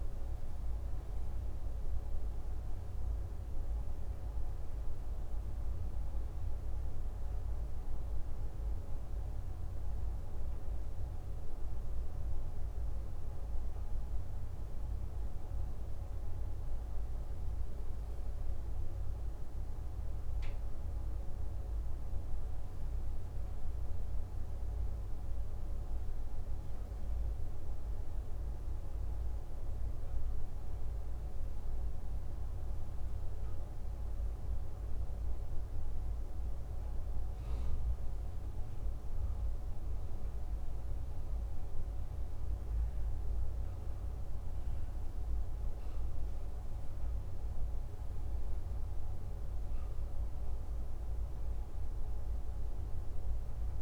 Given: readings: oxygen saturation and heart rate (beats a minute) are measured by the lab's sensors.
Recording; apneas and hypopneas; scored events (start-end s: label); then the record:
breathing in sleep, hard to hear, by a room microphone; none
none scored
From the record:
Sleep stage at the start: N2 (light sleep); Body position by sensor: on the back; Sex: male